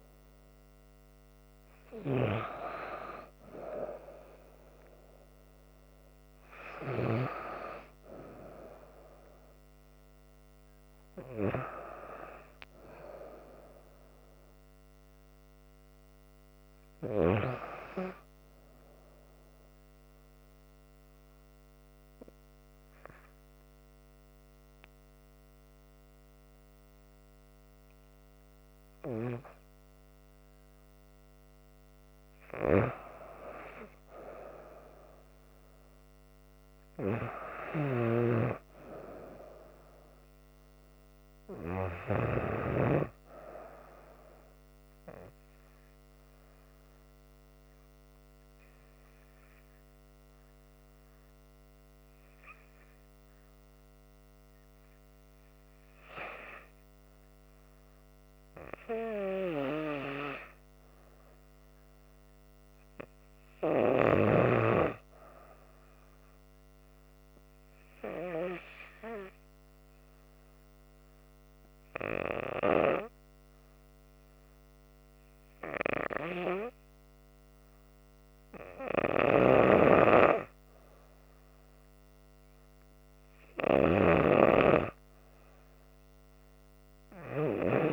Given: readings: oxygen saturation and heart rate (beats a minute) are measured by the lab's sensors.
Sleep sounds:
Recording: breathing in sleep by a microphone on the trachea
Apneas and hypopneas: 2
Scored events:
12.50-16.00 s: arousal
19.00-31.50 s: hypopnea (oxygen 97% before, 91% lowest, heart rate 69 before, 69 extreme, up 2 after)
34.00-38.50 s: arousal
34.00-64.00 s: new sleep stage, REM sleep
37.00-50.00 s: oxygen desaturation (device-marked, oxygen 97% before, 94% lowest, heart rate 70 before, 70 extreme)
46.00-83.50 s: hypopnea (oxygen 97% before, 91% lowest, heart rate 70 before, 70 extreme, up 3 after)
64.00-87.92 s: new sleep stage, N2 (light sleep)
67.00-80.00 s: oxygen desaturation (device-marked, oxygen 96% before, 93% lowest, heart rate 71 before, 73 extreme)
79.00-87.92 s: snoring (device-marked)
82.00-87.92 s: oxygen desaturation (device-marked, oxygen 94% before, 91% lowest, heart rate 73 before, 67 extreme)
86.50-87.92 s: arousal
From the record:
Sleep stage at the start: N2 (light sleep)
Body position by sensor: on the back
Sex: female

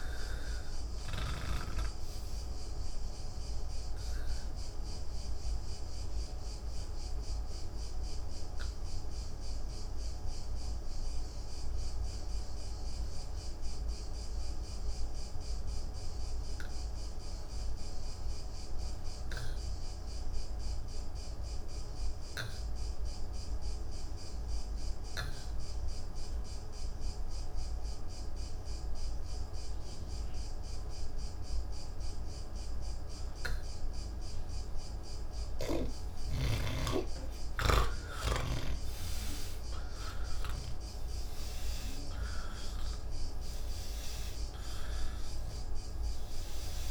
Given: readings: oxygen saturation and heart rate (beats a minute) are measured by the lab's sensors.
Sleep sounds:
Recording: breathing in sleep by a room microphone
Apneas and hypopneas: 1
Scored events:
0.50-15.50 s: oxygen desaturation (device-marked, oxygen 98% before, 88% lowest, heart rate 154 before, 96 extreme)
5.00-35.50 s: obstructive apnea (oxygen 99% before, 86% lowest, heart rate 145 before, 88 extreme)
28.50-46.91 s: oxygen desaturation (device-marked, oxygen 98% before, 86% lowest, heart rate 159 before, 88 extreme)
From the record:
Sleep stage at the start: N1 (lightest sleep)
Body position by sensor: on the back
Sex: male

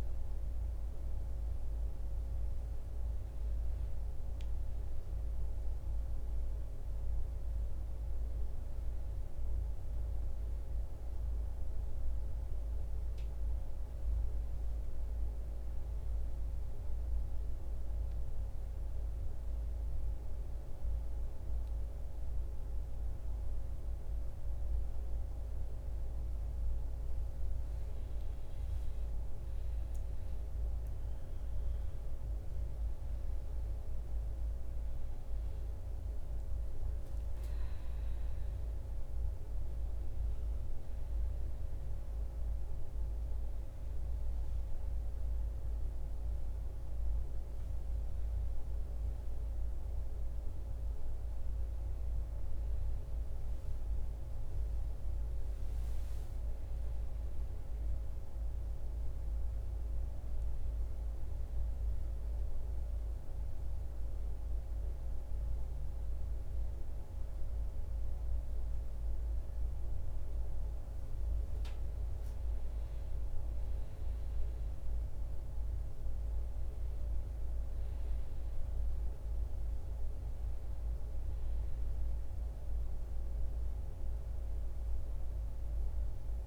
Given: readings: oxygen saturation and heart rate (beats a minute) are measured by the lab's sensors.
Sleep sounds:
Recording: breathing in sleep, hard to hear, by a room microphone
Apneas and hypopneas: 2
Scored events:
9.50-13.50 s: arousal
9.50-86.47 s: new sleep stage, N2 (light sleep)
16.00-27.50 s: central apnea (oxygen 97% before, 87% lowest, heart rate 69 before, 57 extreme, up 8 after)
21.50-54.50 s: oxygen desaturation (device-marked, oxygen 96% before, 87% lowest, heart rate 59 before, 56 extreme)
30.50-34.50 s: arousal
55.50-59.50 s: arousal
62.00-73.00 s: hypopnea (oxygen 96% before, 92% lowest, heart rate 65 before, 56 extreme, up 4 after)
74.50-78.00 s: arousal
79.50-86.47 s: oxygen desaturation (device-marked, oxygen 95% before, 92% lowest, heart rate 58 before, 60 extreme)
From the record:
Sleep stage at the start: N1 (lightest sleep)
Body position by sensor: on the back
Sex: male

